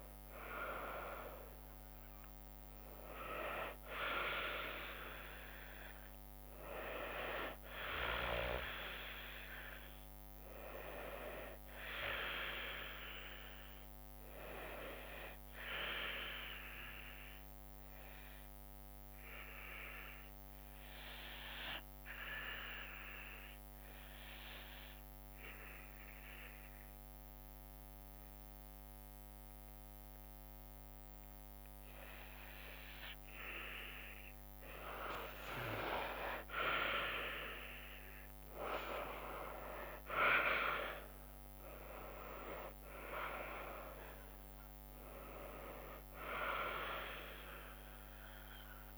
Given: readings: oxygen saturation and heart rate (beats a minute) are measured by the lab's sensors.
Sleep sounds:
breathing in sleep by a microphone on the trachea; 1
0.00-9.00 s: drop in pulse transit time (device-marked, heart rate 65 extreme)
0.00-16.00 s: oxygen desaturation (device-marked, oxygen 88% lowest, heart rate 54 extreme)
16.50-33.50 s: obstructive apnea (oxygen 96% before, 85% lowest, heart rate 73 before, 54 extreme, up 16 after)
32.00-48.98 s: oxygen desaturation (device-marked, oxygen 96% before, 86% lowest, heart rate 65 before, 52 extreme)
38.00-43.50 s: arousal
40.00-48.98 s: drop in pulse transit time (device-marked, heart rate 62 before, 64 extreme)
From the record:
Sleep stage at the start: REM sleep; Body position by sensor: on the back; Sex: female

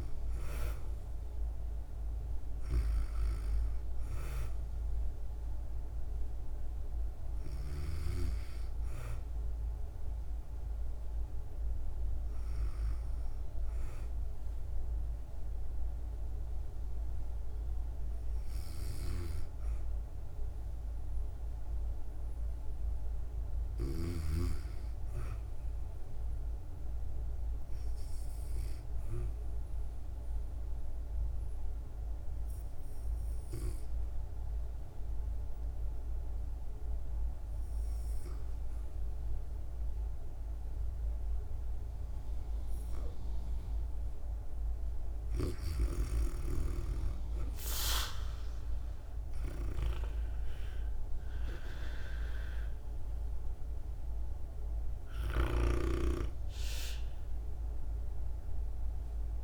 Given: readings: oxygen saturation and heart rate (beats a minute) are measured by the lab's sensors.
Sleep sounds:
breathing in sleep by a room microphone; 1
0.00-21.50 s: oxygen desaturation (device-marked, oxygen 89% lowest, heart rate 52 extreme)
26.50-43.50 s: mixed apnea (oxygen 98% before, 88% lowest, heart rate 54 before, 52 extreme, up 7 after)
46.00-50.00 s: arousal
47.50-59.43 s: oxygen desaturation (device-marked, oxygen 96% before, 88% lowest, heart rate 54 before, 54 extreme)
From the record:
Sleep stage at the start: N2 (light sleep); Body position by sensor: on the back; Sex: female

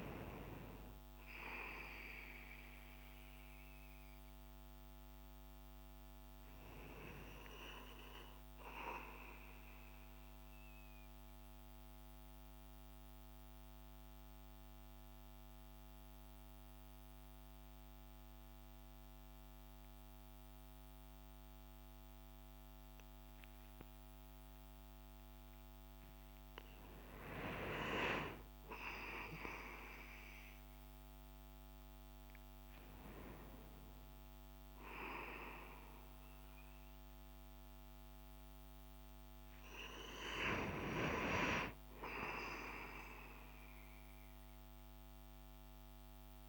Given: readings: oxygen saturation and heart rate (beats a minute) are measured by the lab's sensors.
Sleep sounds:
breathing in sleep by a microphone on the trachea; 1
9.50-26.00 s: mixed apnea (oxygen 99% before, 95% lowest)
27.50-32.00 s: arousal
From the record:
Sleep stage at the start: N2 (light sleep); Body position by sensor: on the back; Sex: male

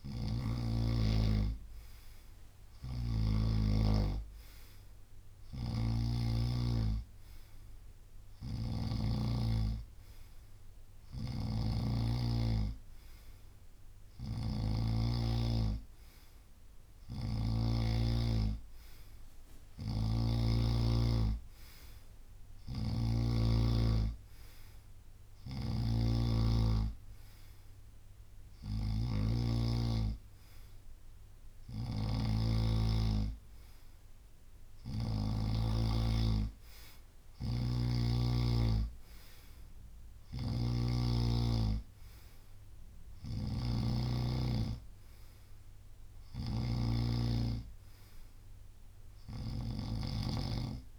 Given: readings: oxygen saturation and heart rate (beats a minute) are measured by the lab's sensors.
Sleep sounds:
breathing in sleep by a room microphone; none
0.00-3.50 s: snoring (device-marked)
5.50-9.00 s: snoring (device-marked)
11.00-17.50 s: snoring (device-marked)
19.50-35.00 s: snoring (device-marked)
37.00-50.99 s: snoring (device-marked)
From the record:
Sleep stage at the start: N2 (light sleep); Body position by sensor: on the right side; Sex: male

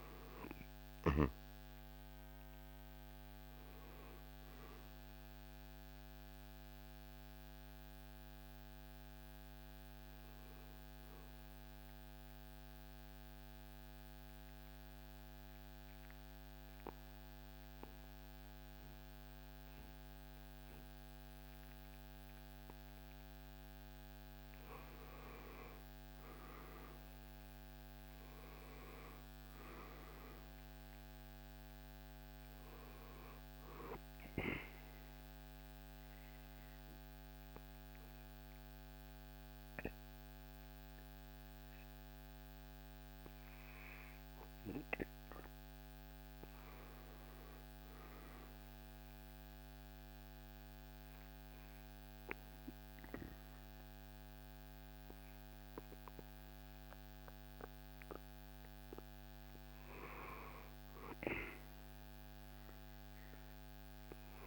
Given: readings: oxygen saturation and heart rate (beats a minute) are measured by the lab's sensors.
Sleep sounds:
breathing in sleep by a microphone on the trachea; 3
0.00-8.00 s: drop in pulse transit time (device-marked, heart rate 71 extreme)
0.00-17.00 s: oxygen desaturation (device-marked, oxygen 88% lowest, heart rate 64 extreme)
12.00-24.00 s: central apnea (oxygen 97% before, 88% lowest, heart rate 73 before, 64 extreme, up 7 after)
26.00-31.00 s: arousal
34.00-46.00 s: oxygen desaturation (device-marked, oxygen 97% before, 90% lowest, heart rate 69 before, 64 extreme)
34.50-44.50 s: central apnea (oxygen 97% before, 90% lowest, heart rate 69 before, 64 extreme, up 8 after)
45.00-47.50 s: arousal
49.00-60.00 s: central apnea (oxygen 97% before, 90% lowest, heart rate 68 before, 64 extreme, up 1 after)
62.50-64.47 s: arousal
From the record:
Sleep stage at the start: N2 (light sleep); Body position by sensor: on the back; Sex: male

